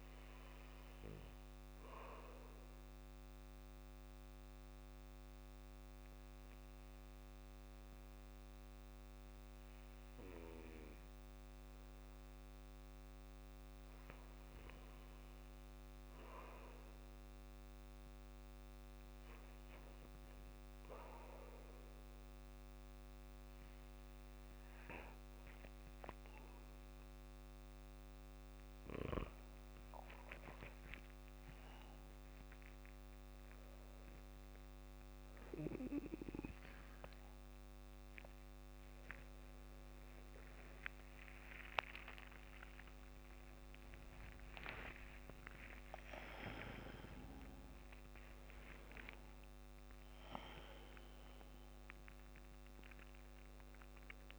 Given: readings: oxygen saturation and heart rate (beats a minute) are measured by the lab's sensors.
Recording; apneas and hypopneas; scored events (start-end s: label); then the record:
a person awake in a sleep study, by a microphone on the trachea; 1
0.00-25.00 s: oxygen desaturation (device-marked, oxygen 96% before, 91% lowest, heart rate 57 before, 54 extreme)
3.00-14.50 s: obstructive apnea (oxygen 96% before, 91% lowest, heart rate 58 before, 57 extreme, up 6 after)
25.00-54.39 s: new sleep stage, awake
41.00-48.00 s: tachycardia (device-marked, heart rate 56 before, 144 extreme)
42.00-44.00 s: long interval between heartbeats (device-marked, heart rate 63 before, 87 extreme)
45.50-47.50 s: long interval between heartbeats (device-marked, heart rate 69 before, 143 extreme)
From the record:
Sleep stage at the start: N2 (light sleep); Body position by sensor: on the back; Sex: male